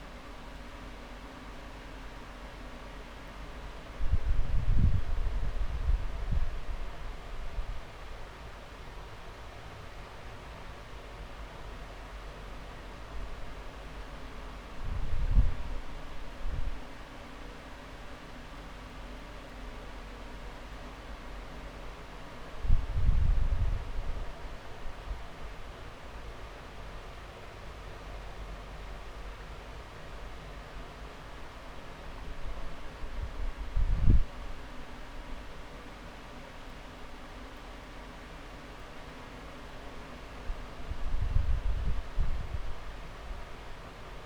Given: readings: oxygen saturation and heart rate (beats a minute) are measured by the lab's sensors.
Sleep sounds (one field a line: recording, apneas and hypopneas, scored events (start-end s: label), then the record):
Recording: breathing in sleep, hard to hear, by a room microphone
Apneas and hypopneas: none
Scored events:
4.50-6.50 s: long interval between heartbeats (device-marked)
12.50-19.50 s: drop in pulse transit time (device-marked)
14.00-16.00 s: long interval between heartbeats (device-marked)
28.50-30.50 s: long interval between heartbeats (device-marked)
35.50-37.50 s: long interval between heartbeats (device-marked)
41.50-43.50 s: long interval between heartbeats (device-marked)
From the record:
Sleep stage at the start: N2 (light sleep)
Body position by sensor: on the back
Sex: male